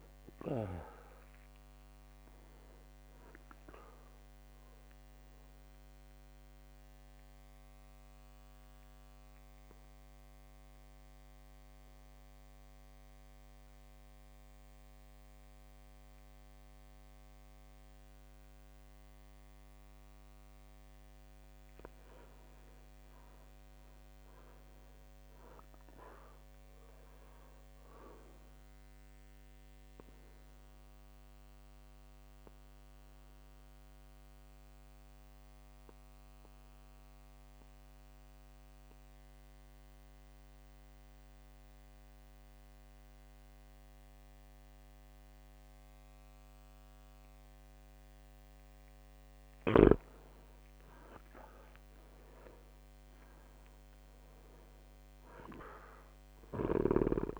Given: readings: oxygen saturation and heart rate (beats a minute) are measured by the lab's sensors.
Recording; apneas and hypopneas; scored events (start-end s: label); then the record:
breathing in sleep by a microphone on the trachea; 2
0.00-14.50 s: drop in pulse transit time (device-marked, heart rate 53 extreme)
0.50-23.50 s: oxygen desaturation (device-marked, oxygen 99% before, 92% lowest, heart rate 59 before, 53 extreme)
6.00-21.00 s: central apnea (oxygen 99% before, 92% lowest, heart rate 60 before, 53 extreme, up 5 after)
23.50-26.50 s: arousal
28.50-49.50 s: mixed apnea (oxygen 100% before, 93% lowest, heart rate 55 before, 53 extreme, up 6 after)
52.00-55.50 s: arousal
From the record:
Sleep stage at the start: N2 (light sleep); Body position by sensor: on the back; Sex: male